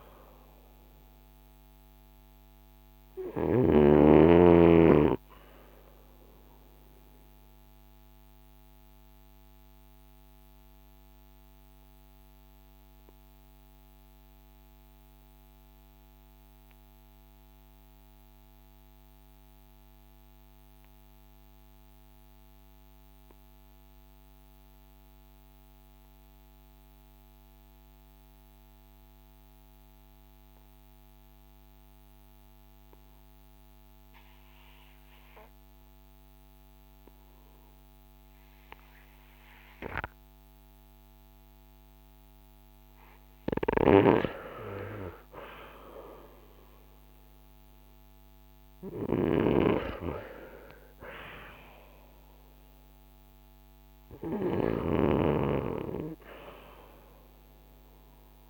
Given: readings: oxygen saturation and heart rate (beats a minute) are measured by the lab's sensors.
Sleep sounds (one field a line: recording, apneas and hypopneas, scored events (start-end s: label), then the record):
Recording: breathing in sleep by a microphone on the trachea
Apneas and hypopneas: 1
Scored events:
0.00-34.00 s: oxygen desaturation (device-marked, oxygen 77% lowest, heart rate 45 extreme)
7.00-43.00 s: obstructive apnea (oxygen 92% before, 77% lowest, heart rate 62 before, 42 extreme, up 2 after)
46.00-51.50 s: arousal
47.00-58.49 s: oxygen desaturation (device-marked, oxygen 97% before, 80% lowest, heart rate 52 before, 39 extreme)
From the record:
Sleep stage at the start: REM sleep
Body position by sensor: on the front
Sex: male